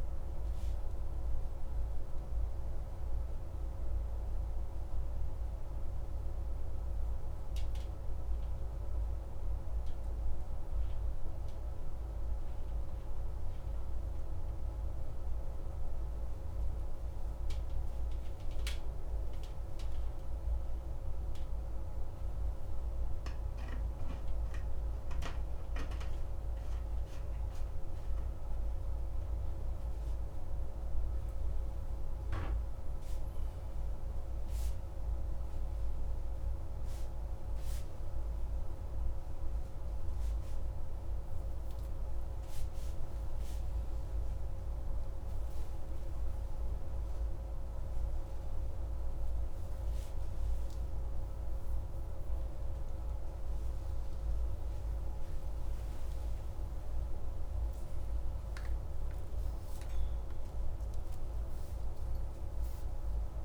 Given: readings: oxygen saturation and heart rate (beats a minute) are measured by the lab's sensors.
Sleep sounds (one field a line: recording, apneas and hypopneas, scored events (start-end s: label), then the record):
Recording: a person awake in a sleep study, hard to hear, by a room microphone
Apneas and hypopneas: none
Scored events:
none scored
From the record:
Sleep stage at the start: awake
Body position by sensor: upright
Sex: male